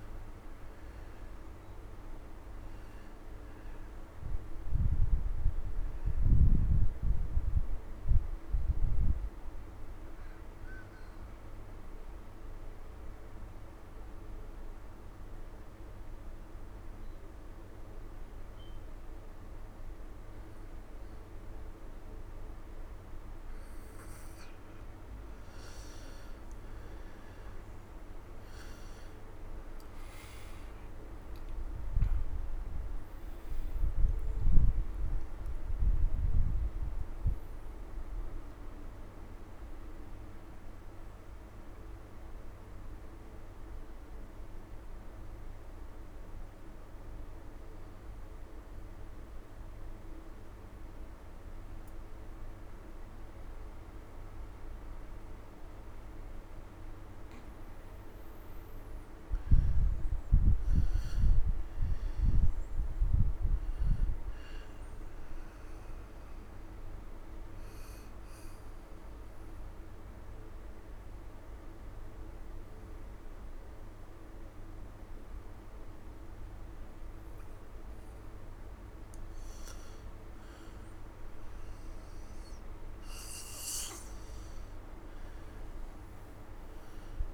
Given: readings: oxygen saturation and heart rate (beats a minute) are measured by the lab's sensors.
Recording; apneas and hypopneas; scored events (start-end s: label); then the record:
breathing in sleep, hard to hear, by a room microphone; 3
0.00-18.00 s: oxygen desaturation (device-marked, oxygen 89% lowest, heart rate 75 extreme)
6.50-23.50 s: obstructive apnea (oxygen 95% before, 89% lowest, heart rate 124 before, 104 extreme, up 35 after)
25.50-31.50 s: arousal
29.00-51.00 s: oxygen desaturation (device-marked, oxygen 97% before, 89% lowest)
42.50-55.00 s: obstructive apnea (oxygen 97% before, 89% lowest)
55.50-60.50 s: arousal
59.00-81.00 s: oxygen desaturation (device-marked, oxygen 98% before, 90% lowest)
64.50-77.00 s: obstructive apnea (oxygen 98% before, 90% lowest)
81.50-86.00 s: arousal
83.00-87.34 s: oxygen desaturation (device-marked, oxygen 97% before, 92% lowest, heart rate 47 before, 129 extreme)
From the record:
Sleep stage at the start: N2 (light sleep); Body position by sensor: on the right side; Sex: male